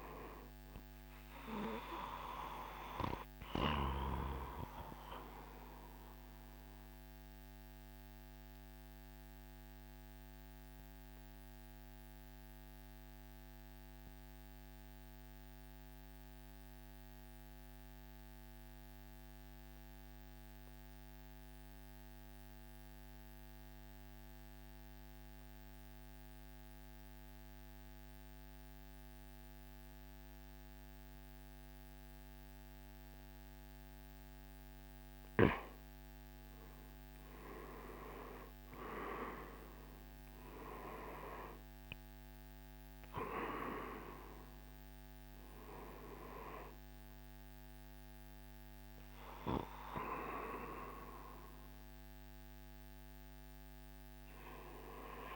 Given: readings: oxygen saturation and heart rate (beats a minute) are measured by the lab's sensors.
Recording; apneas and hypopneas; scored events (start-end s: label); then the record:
breathing in sleep by a microphone on the trachea; 1
0.00-7.00 s: drop in pulse transit time (device-marked, heart rate 56 extreme)
0.00-27.00 s: oxygen desaturation (device-marked, oxygen 81% lowest, heart rate 53 extreme)
6.00-34.50 s: mixed apnea (oxygen 94% before, 81% lowest, heart rate 64 before, 53 extreme, up 19 after)
36.50-41.50 s: arousal
39.00-55.36 s: oxygen desaturation (device-marked, oxygen 98% before, 82% lowest, heart rate 54 before, 52 extreme)
40.00-55.00 s: drop in pulse transit time (device-marked, heart rate 55 before, 58 extreme)
From the record:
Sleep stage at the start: REM sleep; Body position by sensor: on the right side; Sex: male